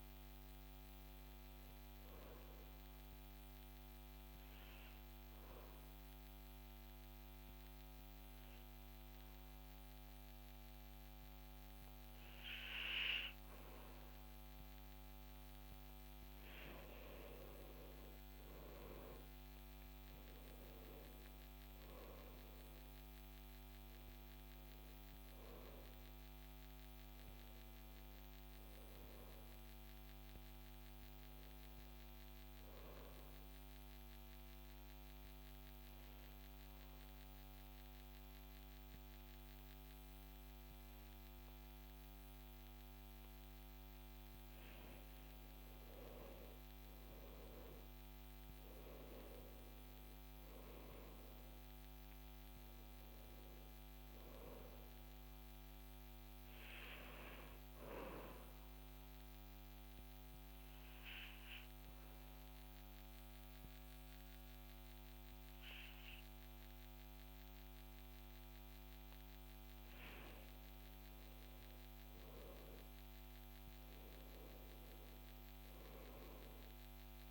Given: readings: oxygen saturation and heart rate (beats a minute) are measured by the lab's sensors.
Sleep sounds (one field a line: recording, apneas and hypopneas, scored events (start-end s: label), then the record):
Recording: breathing in sleep, hard to hear, by a microphone on the trachea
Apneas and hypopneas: 3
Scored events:
4.50-16.00 s: obstructive apnea (oxygen 96% before, 92% lowest, heart rate 56 before, 48 extreme, up 12 after)
21.00-25.50 s: arousal
33.50-45.00 s: central apnea (oxygen 95% before, 92% lowest, heart rate 56 before, 48 extreme, up 14 after)
47.50-53.50 s: oxygen desaturation (device-marked, oxygen 96% before, 93% lowest, heart rate 51 before, 48 extreme)
51.00-55.00 s: arousal
59.50-72.00 s: obstructive apnea (oxygen 96% before, 92% lowest, heart rate 54 before, 48 extreme, up 13 after)
69.50-77.31 s: oxygen desaturation (device-marked, oxygen 95% before, 92% lowest, heart rate 54 before, 49 extreme)
74.00-77.31 s: arousal
From the record:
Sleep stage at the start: N2 (light sleep)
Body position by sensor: on the back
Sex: male